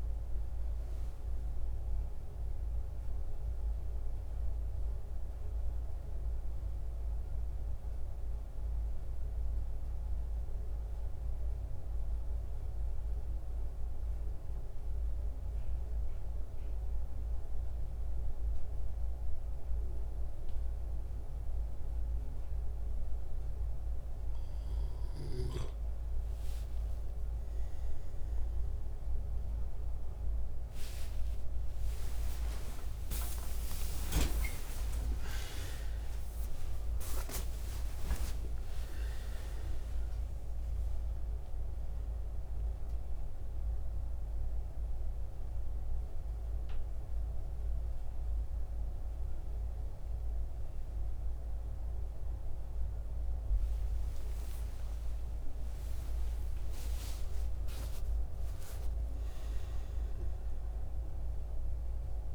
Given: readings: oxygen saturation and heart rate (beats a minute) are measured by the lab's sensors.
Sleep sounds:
a person awake in a sleep study, by a room microphone; 1
3.00-21.00 s: oxygen desaturation (device-marked, oxygen 92% before, 88% lowest, heart rate 85 before, 66 extreme)
7.50-23.00 s: central apnea (oxygen 95% before, 85% lowest, heart rate 85 before, 66 extreme, up 33 after)
23.00-62.35 s: new sleep stage, awake
42.00-59.00 s: oxygen desaturation (device-marked, oxygen 95% before, 85% lowest, heart rate 104 before, 74 extreme)
From the record:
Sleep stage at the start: N2 (light sleep); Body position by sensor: on the back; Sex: male

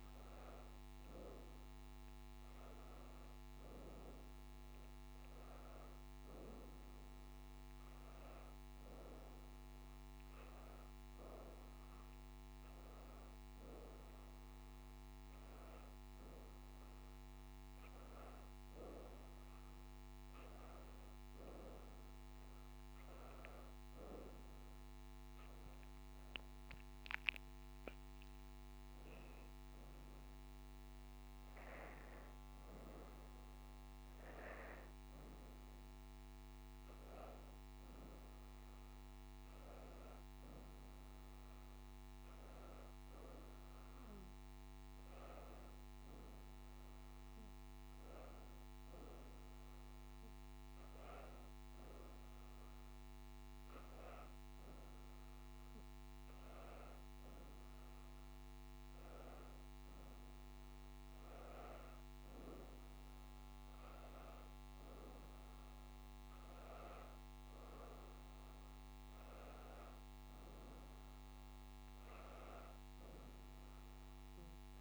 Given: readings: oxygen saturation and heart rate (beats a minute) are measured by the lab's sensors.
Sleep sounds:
breathing in sleep by a microphone on the trachea; none
none scored
From the record:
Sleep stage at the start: N1 (lightest sleep); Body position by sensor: on the back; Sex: female

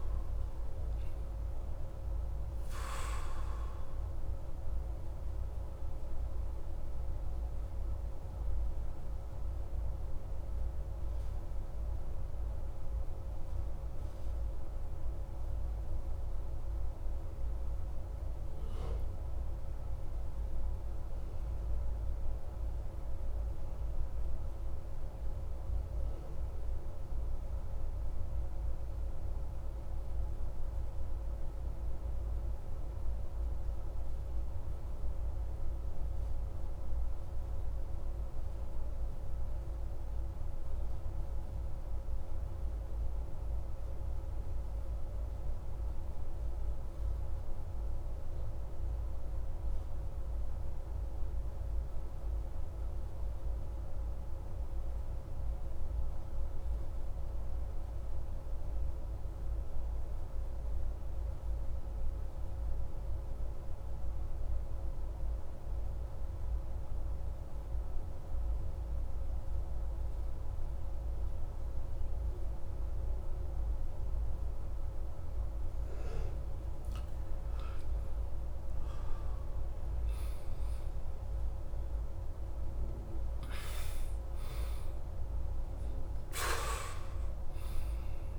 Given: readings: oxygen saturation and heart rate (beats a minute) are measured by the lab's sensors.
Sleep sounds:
breathing in sleep, hard to hear, by a room microphone; 1
5.00-77.00 s: obstructive apnea (oxygen 96% before, 83% lowest)
47.00-88.39 s: oxygen desaturation (device-marked, oxygen 98% before, 83% lowest)
79.00-84.00 s: arousal
From the record:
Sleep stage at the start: N2 (light sleep); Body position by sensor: on the back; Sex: male

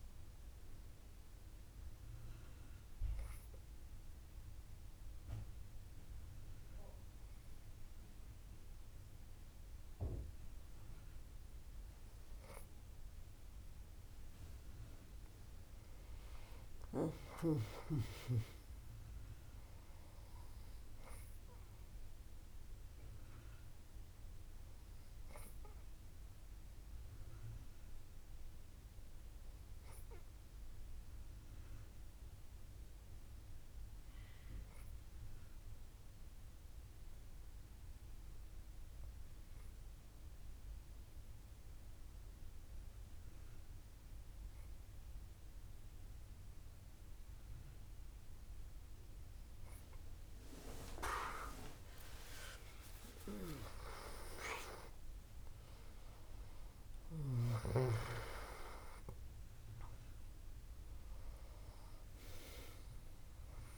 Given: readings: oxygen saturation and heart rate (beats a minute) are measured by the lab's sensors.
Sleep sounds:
breathing in sleep by a room microphone; 2
1.00-12.50 s: obstructive apnea (oxygen 99% before, 97% lowest, heart rate 67 before, 61 extreme, up 9 after)
15.00-18.00 s: arousal
29.00-48.50 s: obstructive apnea (oxygen 98% before, 97% lowest, heart rate 67 before, 59 extreme, up 58 after)
53.00-59.00 s: arousal
From the record:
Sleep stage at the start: N2 (light sleep); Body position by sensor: on the back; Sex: female

